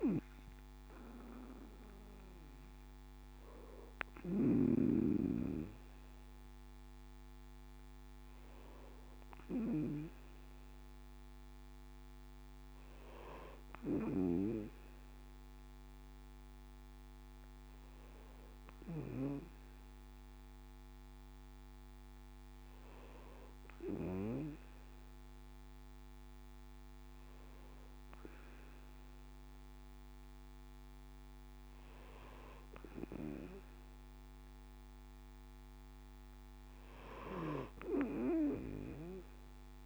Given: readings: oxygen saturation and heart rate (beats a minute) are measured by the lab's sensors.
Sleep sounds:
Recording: breathing in sleep by a microphone on the trachea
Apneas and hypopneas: none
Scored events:
none scored
From the record:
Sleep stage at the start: N2 (light sleep)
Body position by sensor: on the back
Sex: male

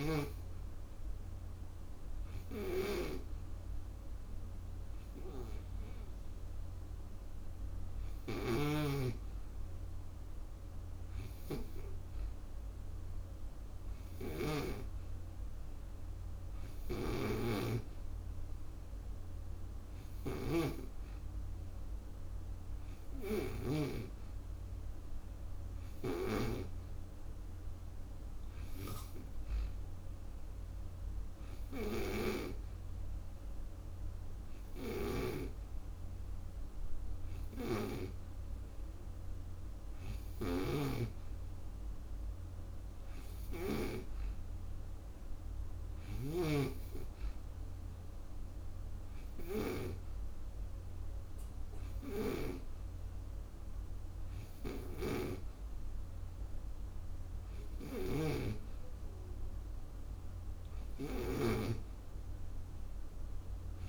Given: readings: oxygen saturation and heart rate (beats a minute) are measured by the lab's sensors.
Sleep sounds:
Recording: breathing in sleep by a room microphone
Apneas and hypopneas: none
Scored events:
0.00-19.00 s: oxygen desaturation (device-marked, oxygen 91% lowest, heart rate 64 extreme)
8.00-23.50 s: snoring (device-marked)
34.50-43.50 s: snoring (device-marked)
From the record:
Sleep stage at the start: N2 (light sleep)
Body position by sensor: on the back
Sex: female

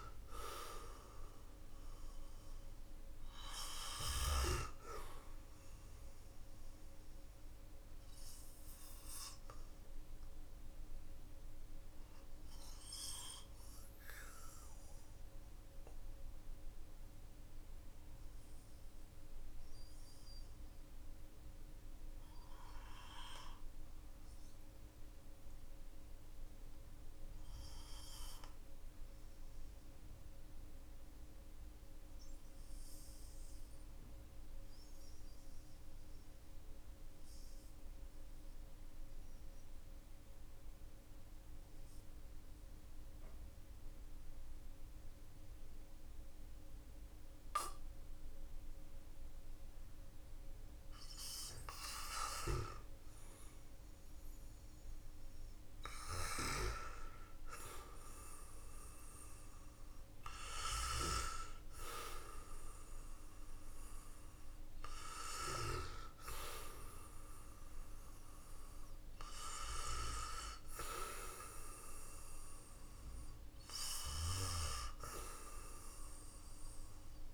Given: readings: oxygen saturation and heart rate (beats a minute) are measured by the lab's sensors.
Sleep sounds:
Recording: breathing in sleep by a room microphone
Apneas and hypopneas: 1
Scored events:
7.50-29.50 s: oxygen desaturation (device-marked, oxygen 96% before, 93% lowest, heart rate 53 before, 39 extreme)
9.00-49.50 s: obstructive apnea (oxygen 98% before, 92% lowest, heart rate 53 before, 42 extreme, up 13 after)
50.50-77.34 s: oxygen desaturation (device-marked, oxygen 98% before, 92% lowest, heart rate 53 before, 45 extreme)
From the record:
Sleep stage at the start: N2 (light sleep)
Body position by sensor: on the back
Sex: male

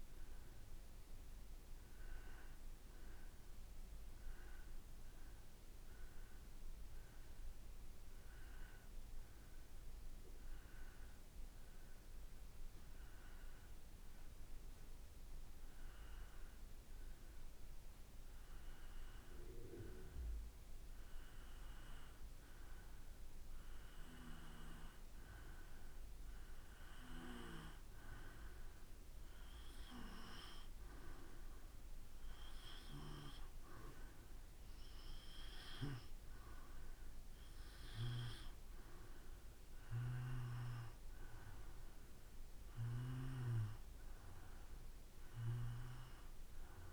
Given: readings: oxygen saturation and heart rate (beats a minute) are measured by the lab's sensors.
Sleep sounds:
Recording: breathing in sleep by a room microphone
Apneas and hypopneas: 1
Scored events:
1.00-4.50 s: arousal
6.50-23.50 s: hypopnea (oxygen 96% before, 91% lowest, heart rate 58 before, 57 extreme, up 3 after)
25.50-29.00 s: arousal
25.50-42.50 s: oxygen desaturation (device-marked, oxygen 96% before, 91% lowest, heart rate 57 before, 56 extreme)
From the record:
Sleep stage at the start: N2 (light sleep)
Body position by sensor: on the back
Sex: male

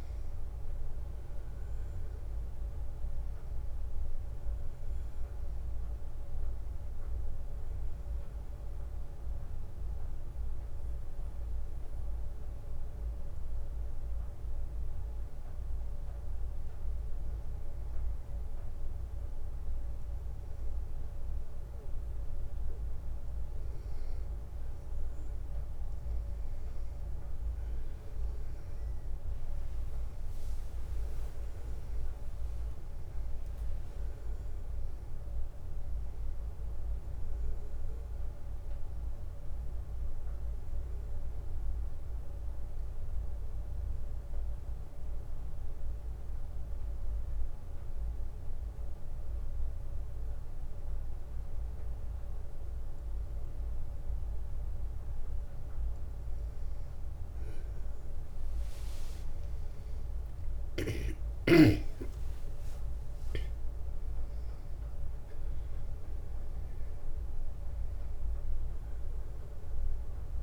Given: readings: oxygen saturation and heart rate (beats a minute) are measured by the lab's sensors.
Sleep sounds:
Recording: breathing in sleep, hard to hear, by a room microphone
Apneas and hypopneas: 2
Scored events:
7.00-17.50 s: obstructive apnea (oxygen 96% before, 92% lowest, heart rate 35 before, 163 extreme)
24.00-27.50 s: arousal
26.50-47.50 s: oxygen desaturation (device-marked, oxygen 95% before, 92% lowest)
42.50-52.50 s: obstructive apnea (oxygen 95% before, 93% lowest)
57.00-62.00 s: arousal
58.50-70.43 s: new sleep stage, N1 (lightest sleep)
From the record:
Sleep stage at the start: N2 (light sleep)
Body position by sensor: on the back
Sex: male

